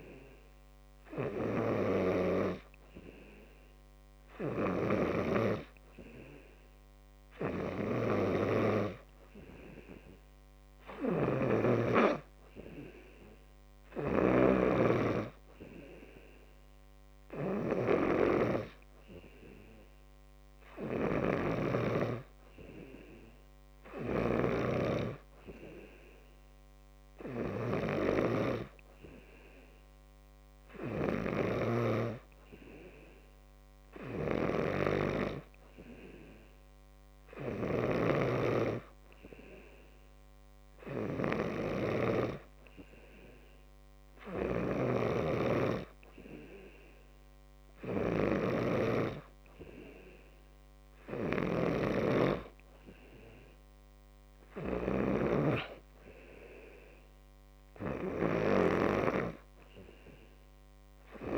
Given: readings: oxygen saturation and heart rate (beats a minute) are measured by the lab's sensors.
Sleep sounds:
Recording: breathing in sleep by a microphone on the trachea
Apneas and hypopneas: none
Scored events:
none scored
From the record:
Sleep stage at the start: N2 (light sleep)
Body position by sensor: on the back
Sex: male

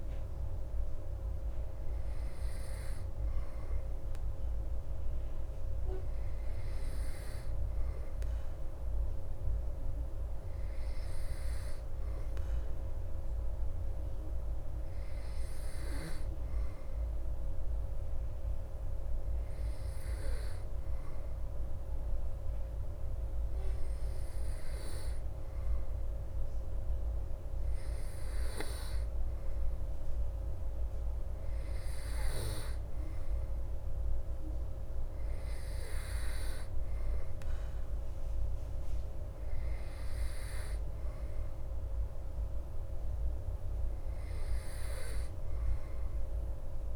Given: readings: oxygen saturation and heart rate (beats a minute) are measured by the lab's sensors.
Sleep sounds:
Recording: breathing in sleep, hard to hear, by a room microphone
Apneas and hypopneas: none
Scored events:
none scored
From the record:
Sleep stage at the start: N2 (light sleep)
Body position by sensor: on the back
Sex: male

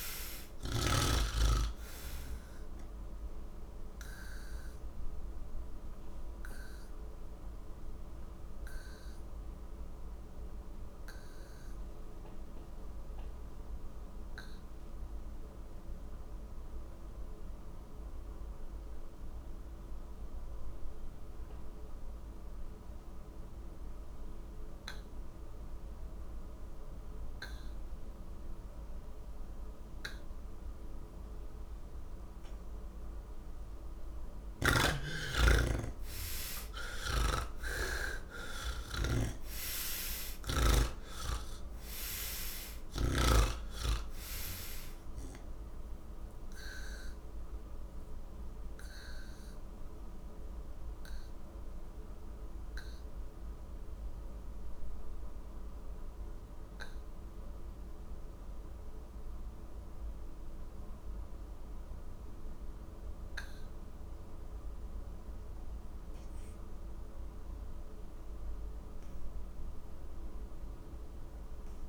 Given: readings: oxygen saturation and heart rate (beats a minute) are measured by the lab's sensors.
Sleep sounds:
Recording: breathing in sleep by a room microphone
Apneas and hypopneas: none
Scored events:
0.00-21.50 s: oxygen desaturation (device-marked, oxygen 75% lowest, heart rate 40 extreme)
23.50-65.50 s: oxygen desaturation (device-marked, oxygen 98% before, 76% lowest)
36.50-40.50 s: snoring (device-marked)
70.50-71.89 s: oxygen desaturation (device-marked, oxygen 97% before, 71% lowest)
From the record:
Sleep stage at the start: N1 (lightest sleep)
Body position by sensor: on the back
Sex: male

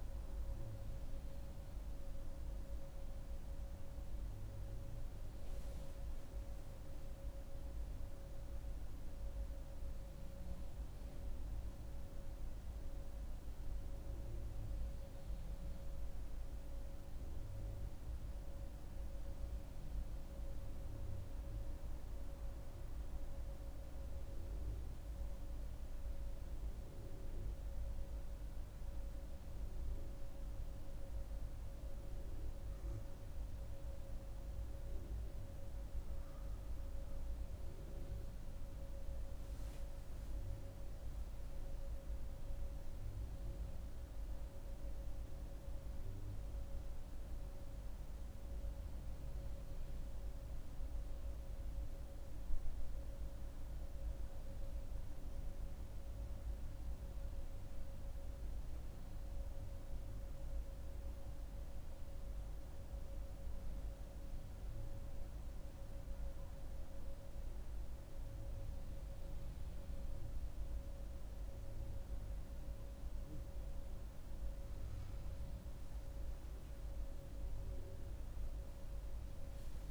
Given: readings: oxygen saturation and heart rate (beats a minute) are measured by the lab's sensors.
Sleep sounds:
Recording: breathing in sleep, hard to hear, by a room microphone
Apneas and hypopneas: 2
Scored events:
12.50-52.50 s: oxygen desaturation (device-marked, oxygen 97% before, 90% lowest)
19.50-31.50 s: central apnea (oxygen 99% before, 90% lowest)
33.00-38.00 s: arousal
54.50-68.50 s: central apnea (oxygen 96% before, 90% lowest)
70.00-73.50 s: arousal
70.50-79.91 s: oxygen desaturation (device-marked, oxygen 97% before, 90% lowest)
From the record:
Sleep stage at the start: N2 (light sleep)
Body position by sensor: on the back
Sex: female

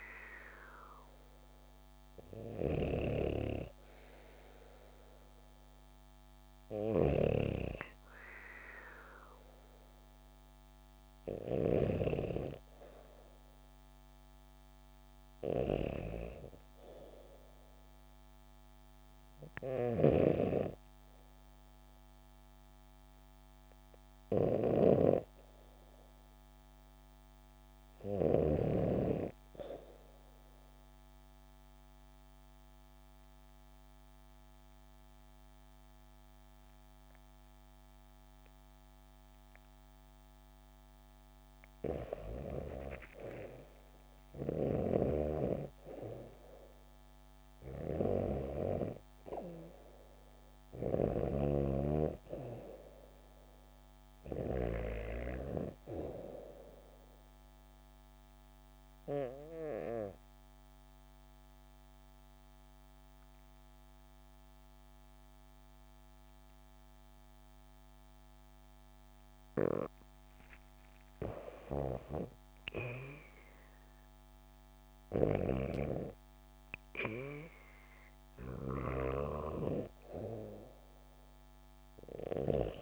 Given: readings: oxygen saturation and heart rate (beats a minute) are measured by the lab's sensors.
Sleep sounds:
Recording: breathing in sleep by a microphone on the trachea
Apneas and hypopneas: 2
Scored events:
0.00-6.00 s: oxygen desaturation (device-marked, oxygen 89% lowest, heart rate 66 extreme)
30.50-41.00 s: obstructive apnea (oxygen 95% before, 89% lowest, heart rate 74 before, 69 extreme, up 3 after)
42.50-46.00 s: arousal
49.00-65.00 s: oxygen desaturation (device-marked, oxygen 93% before, 89% lowest, heart rate 69 before, 68 extreme)
51.00-55.50 s: snoring (device-marked)
57.50-70.00 s: obstructive apnea (oxygen 95% before, 89% lowest, heart rate 70 before, 68 extreme, up 5 after)
71.00-75.00 s: arousal
76.00-82.82 s: oxygen desaturation (device-marked, oxygen 94% before, 89% lowest, heart rate 71 before, 69 extreme)
From the record:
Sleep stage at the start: REM sleep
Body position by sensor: on the back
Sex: female

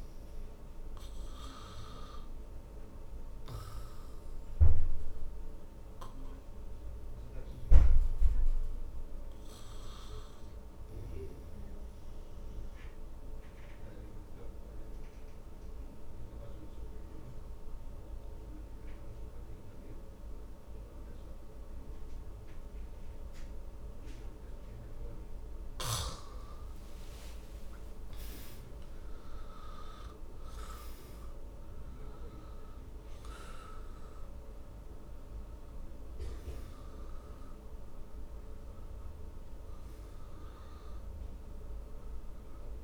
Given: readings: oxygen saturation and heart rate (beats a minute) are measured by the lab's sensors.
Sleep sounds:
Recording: breathing in sleep, hard to hear, by a room microphone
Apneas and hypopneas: 1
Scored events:
2.50-19.50 s: oxygen desaturation (device-marked, oxygen 96% before, 89% lowest, heart rate 61 before, 58 extreme)
13.00-26.00 s: obstructive apnea (oxygen 97% before, 86% lowest, heart rate 62 before, 58 extreme, up 18 after)
27.50-31.50 s: arousal
31.50-42.84 s: oxygen desaturation (device-marked, oxygen 94% before, 86% lowest, heart rate 60 before, 56 extreme)
From the record:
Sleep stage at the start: N2 (light sleep)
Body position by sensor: on the back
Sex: male

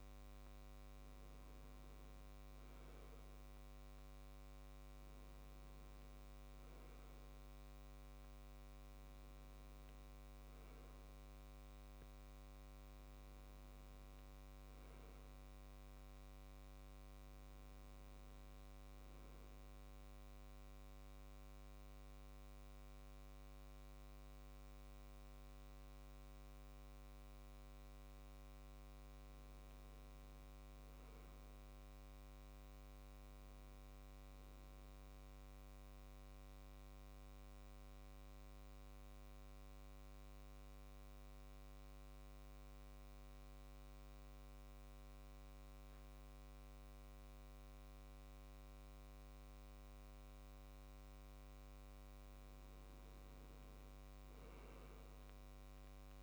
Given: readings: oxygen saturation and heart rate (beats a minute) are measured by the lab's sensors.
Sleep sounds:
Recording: breathing in sleep, hard to hear, by a microphone on the trachea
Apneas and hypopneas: 1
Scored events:
0.00-27.00 s: oxygen desaturation (device-marked, oxygen 98% before, 88% lowest, heart rate 66 before, 65 extreme)
28.50-33.00 s: arousal
36.00-51.00 s: central apnea (oxygen 99% before, 89% lowest, heart rate 68 before, 64 extreme, up 6 after)
53.00-56.00 s: arousal
From the record:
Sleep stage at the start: N2 (light sleep)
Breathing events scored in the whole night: 228 in 4.7 hours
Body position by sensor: on the back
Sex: male

